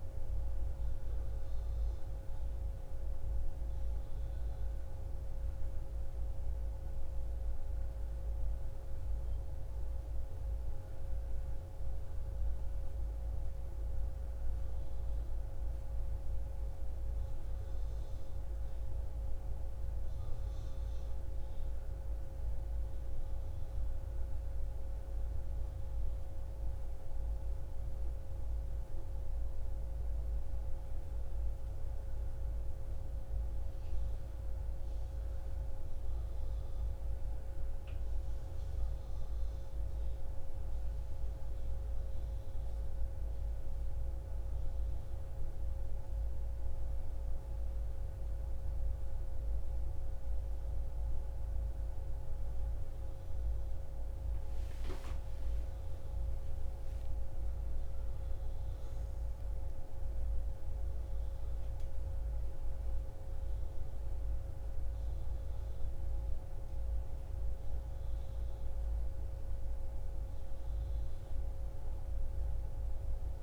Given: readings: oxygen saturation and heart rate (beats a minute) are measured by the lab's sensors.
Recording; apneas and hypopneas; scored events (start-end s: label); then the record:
a person awake in a sleep study, hard to hear, by a room microphone; none
0.00-7.50 s: oxygen desaturation (device-marked, oxygen 94% lowest)
From the record:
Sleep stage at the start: awake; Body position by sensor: on the left side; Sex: female